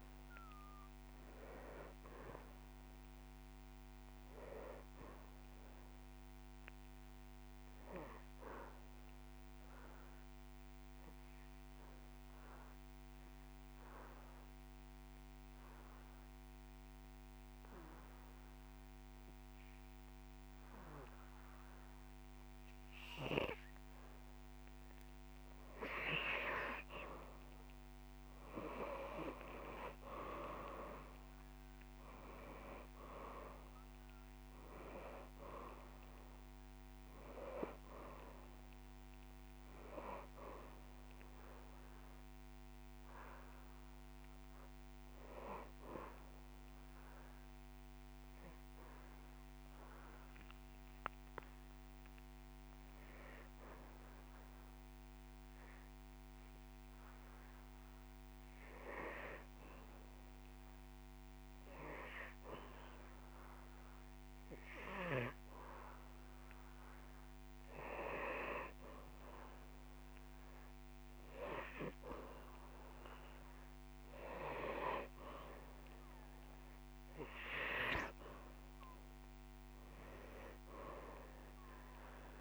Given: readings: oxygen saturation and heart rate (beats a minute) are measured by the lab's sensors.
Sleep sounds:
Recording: breathing in sleep by a microphone on the trachea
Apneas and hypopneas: 2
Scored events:
2.50-5.50 s: arousal
9.50-24.00 s: obstructive apnea (oxygen 97% before, 90% lowest)
15.00-17.00 s: long interval between heartbeats (device-marked)
21.50-23.50 s: long interval between heartbeats (device-marked)
28.00-31.00 s: arousal
34.50-65.50 s: oxygen desaturation (device-marked, oxygen 98% before, 90% lowest)
39.00-41.00 s: long interval between heartbeats (device-marked)
46.50-66.00 s: hypopnea (oxygen 98% before, 90% lowest)
47.00-49.00 s: long interval between heartbeats (device-marked)
59.00-61.00 s: long interval between heartbeats (device-marked)
68.50-72.00 s: arousal
71.00-73.00 s: long interval between heartbeats (device-marked)
80.50-82.41 s: oxygen desaturation (device-marked, oxygen 99% before, 94% lowest)
From the record:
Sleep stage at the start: N2 (light sleep)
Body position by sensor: on the back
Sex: male

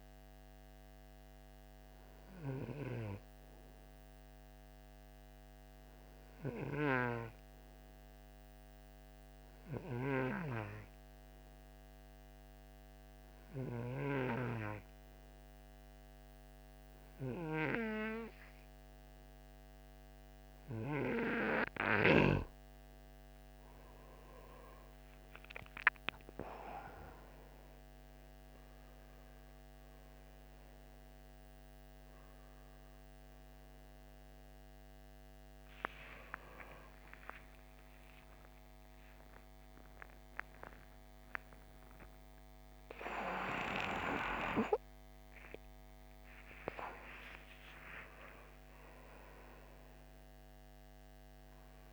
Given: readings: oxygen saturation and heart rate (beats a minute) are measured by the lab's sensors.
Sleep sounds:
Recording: a person awake in a sleep study, by a microphone on the trachea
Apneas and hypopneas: 1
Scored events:
0.00-10.50 s: oxygen desaturation (device-marked, oxygen 91% lowest, heart rate 48 extreme)
2.50-22.00 s: hypopnea (oxygen 96% before, 91% lowest, heart rate 55 before, 54 extreme, up 12 after)
19.50-49.50 s: new sleep stage, awake
42.50-51.93 s: oxygen desaturation (device-marked, oxygen 95% before, 92% lowest, heart rate 68 before, 56 extreme)
49.50-51.93 s: new sleep stage, N2 (light sleep)
From the record:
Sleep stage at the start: N2 (light sleep)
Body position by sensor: on the right side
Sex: male

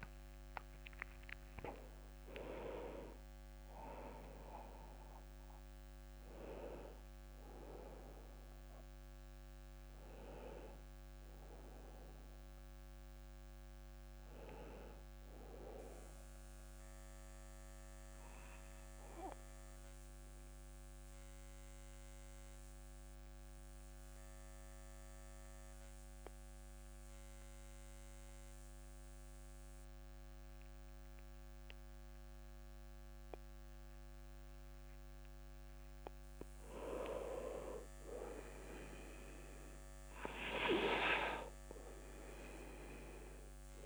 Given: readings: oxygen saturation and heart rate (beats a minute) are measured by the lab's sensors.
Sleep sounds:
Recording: breathing in sleep by a microphone on the trachea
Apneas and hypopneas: 1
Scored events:
0.00-25.50 s: oxygen desaturation (device-marked, oxygen 88% lowest)
17.00-35.00 s: obstructive apnea (oxygen 97% before, 88% lowest)
38.50-42.50 s: arousal
From the record:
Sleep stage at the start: N2 (light sleep)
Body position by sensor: on the back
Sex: male

